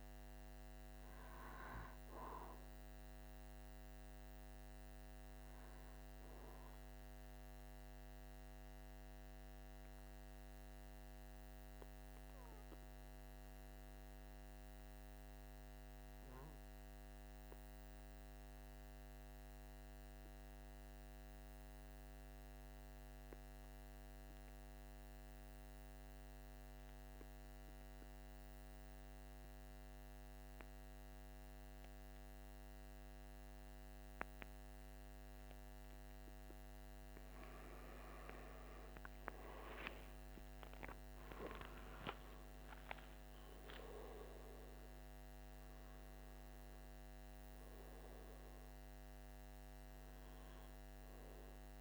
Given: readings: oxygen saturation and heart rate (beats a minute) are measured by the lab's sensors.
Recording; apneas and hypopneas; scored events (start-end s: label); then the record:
breathing in sleep, hard to hear, by a microphone on the trachea; 1
7.00-35.00 s: obstructive apnea (oxygen 97% before, 93% lowest, heart rate 47 before, 43 extreme, up 4 after)
37.00-51.81 s: oxygen desaturation (device-marked, oxygen 98% before, 93% lowest, heart rate 46 before, 43 extreme)
37.50-42.50 s: arousal
From the record:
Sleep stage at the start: N2 (light sleep); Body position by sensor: on the back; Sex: male